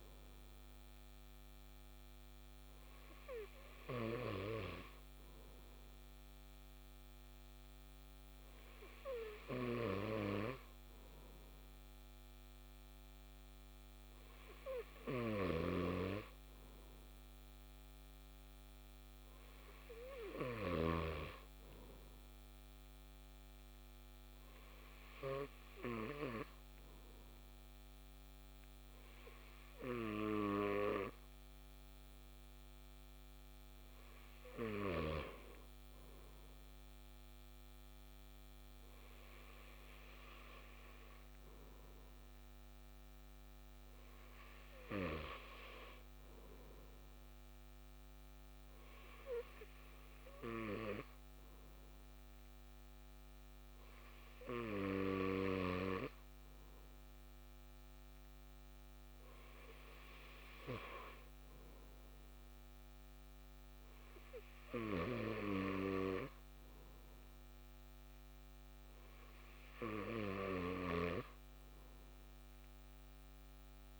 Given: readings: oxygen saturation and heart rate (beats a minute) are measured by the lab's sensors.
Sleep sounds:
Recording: breathing in sleep by a microphone on the trachea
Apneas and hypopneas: none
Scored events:
15.00-21.00 s: snoring (device-marked)
70.50-74.00 s: snoring (device-marked)
From the record:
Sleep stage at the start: N2 (light sleep)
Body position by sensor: on the back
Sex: male

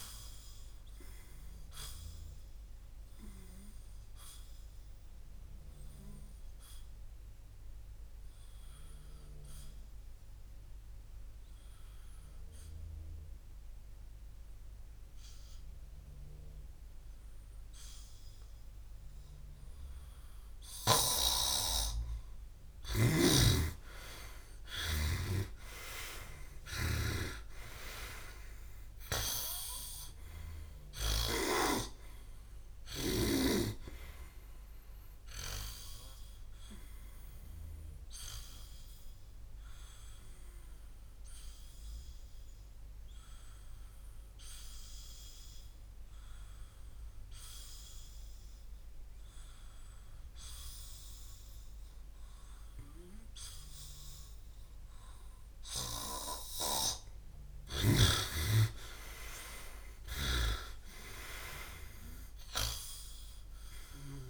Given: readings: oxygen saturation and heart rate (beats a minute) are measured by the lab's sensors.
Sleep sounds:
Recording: breathing in sleep by a room microphone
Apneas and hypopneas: 2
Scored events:
4.00-20.50 s: obstructive apnea (oxygen 97% before, 90% lowest, heart rate 66 before, 49 extreme, up 40 after)
22.50-27.00 s: snoring (device-marked)
24.50-28.00 s: arousal
37.50-57.50 s: oxygen desaturation (device-marked, oxygen 97% before, 90% lowest, heart rate 68 before, 56 extreme)
39.50-55.00 s: obstructive apnea (oxygen 98% before, 90% lowest, heart rate 69 before, 56 extreme, up 15 after)
59.00-63.00 s: arousal
From the record:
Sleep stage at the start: N2 (light sleep)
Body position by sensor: on the back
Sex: male

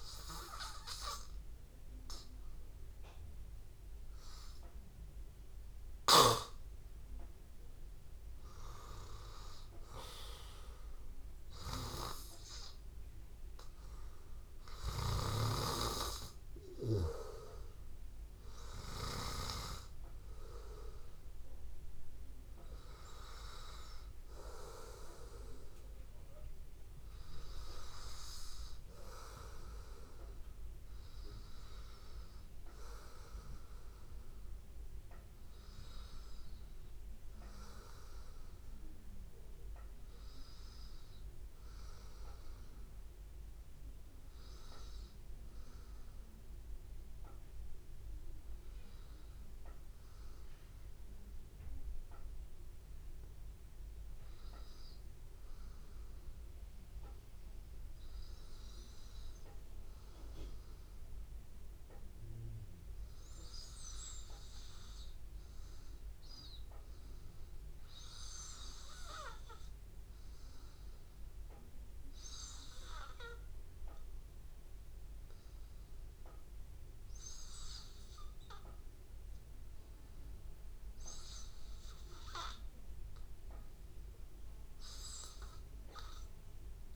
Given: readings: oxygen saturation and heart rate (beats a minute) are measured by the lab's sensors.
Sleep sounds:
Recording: breathing in sleep by a room microphone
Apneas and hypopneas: 1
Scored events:
33.50-82.50 s: hypopnea (oxygen 97% before, 90% lowest, heart rate 82 before, 77 extreme, up 0 after)
84.50-86.96 s: arousal
From the record:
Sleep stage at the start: N2 (light sleep)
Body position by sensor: on the back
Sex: male

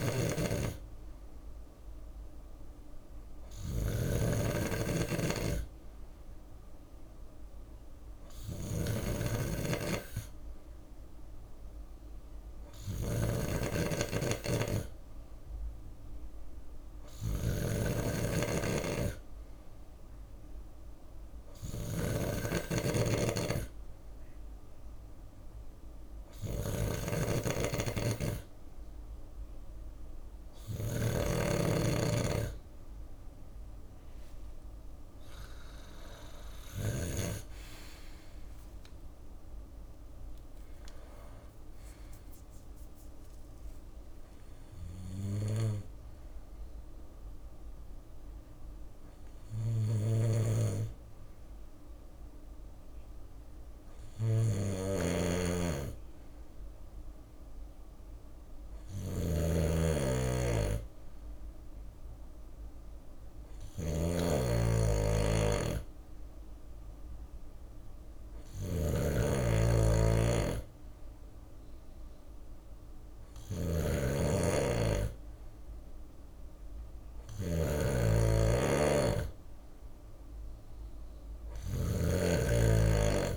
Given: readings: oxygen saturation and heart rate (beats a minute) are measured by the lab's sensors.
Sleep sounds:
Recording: breathing in sleep by a room microphone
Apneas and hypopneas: none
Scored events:
0.00-36.00 s: snoring (device-marked)
37.50-50.50 s: drop in pulse transit time (device-marked, heart rate 64 before, 61 extreme)
48.50-83.36 s: snoring (device-marked)
From the record:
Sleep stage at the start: N2 (light sleep)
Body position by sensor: on the left side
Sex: male

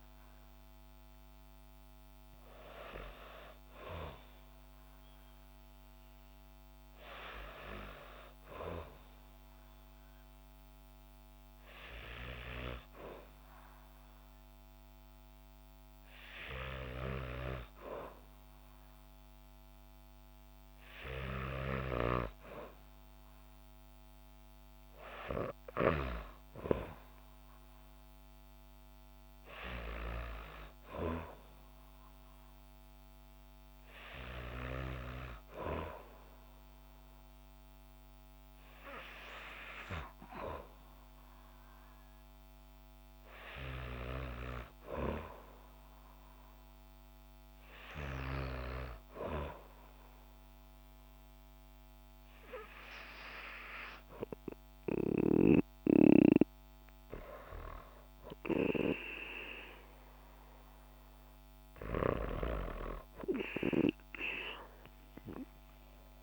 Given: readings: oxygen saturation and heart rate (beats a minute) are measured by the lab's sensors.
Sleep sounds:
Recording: breathing in sleep by a microphone on the trachea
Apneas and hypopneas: none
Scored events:
none scored
From the record:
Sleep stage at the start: N2 (light sleep)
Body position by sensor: on the back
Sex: female

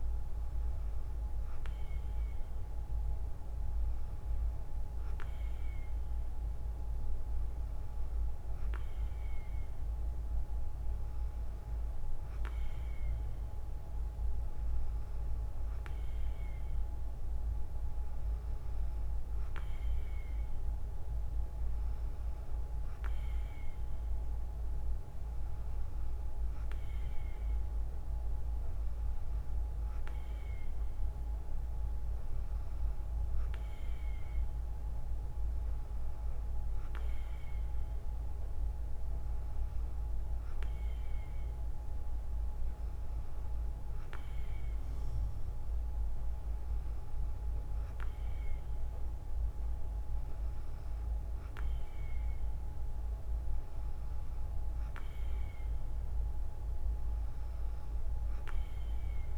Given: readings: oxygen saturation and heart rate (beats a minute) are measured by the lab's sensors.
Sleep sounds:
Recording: breathing in sleep, hard to hear, by a room microphone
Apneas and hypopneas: none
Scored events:
none scored
From the record:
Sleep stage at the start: N2 (light sleep)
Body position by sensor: on the right side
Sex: female

